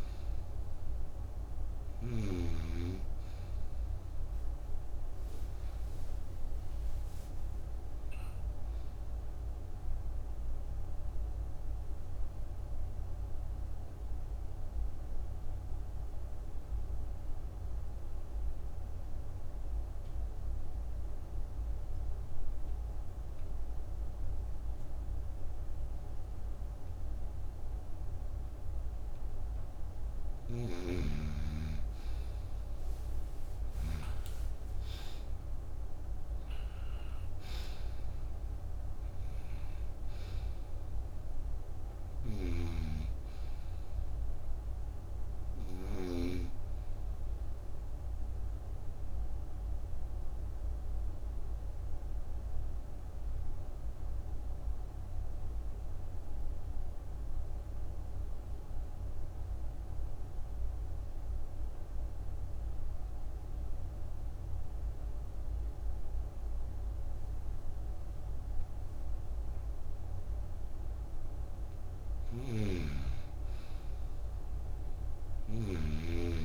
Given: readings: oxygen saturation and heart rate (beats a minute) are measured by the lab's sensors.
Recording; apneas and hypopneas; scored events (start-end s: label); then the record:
breathing in sleep by a room microphone; 2
0.00-2.50 s: snoring (device-marked)
10.50-30.00 s: obstructive apnea (oxygen 95% before, 88% lowest)
30.50-34.00 s: snoring (device-marked)
34.00-61.00 s: oxygen desaturation (device-marked, oxygen 96% before, 88% lowest)
34.50-39.00 s: arousal
42.00-46.00 s: snoring (device-marked)
47.00-70.00 s: obstructive apnea (oxygen 96% before, 88% lowest)
71.00-76.45 s: oxygen desaturation (device-marked, oxygen 98% before, 92% lowest)
72.50-76.00 s: snoring (device-marked)
From the record:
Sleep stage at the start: N2 (light sleep); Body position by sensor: on the right side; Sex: female